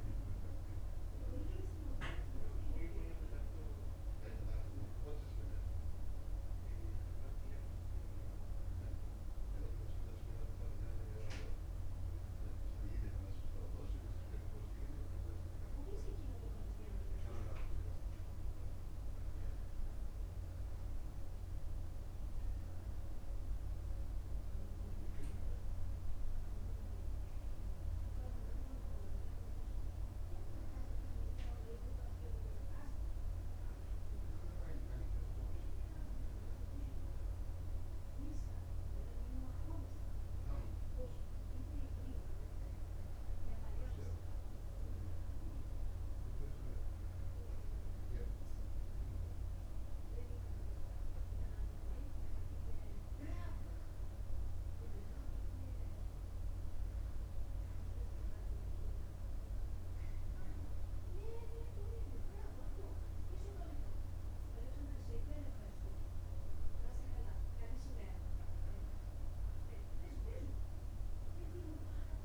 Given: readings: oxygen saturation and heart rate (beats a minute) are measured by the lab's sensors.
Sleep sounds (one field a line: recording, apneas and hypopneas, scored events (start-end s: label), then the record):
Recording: breathing in sleep by a room microphone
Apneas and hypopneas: none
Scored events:
none scored
From the record:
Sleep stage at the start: N2 (light sleep)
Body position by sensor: upright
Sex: male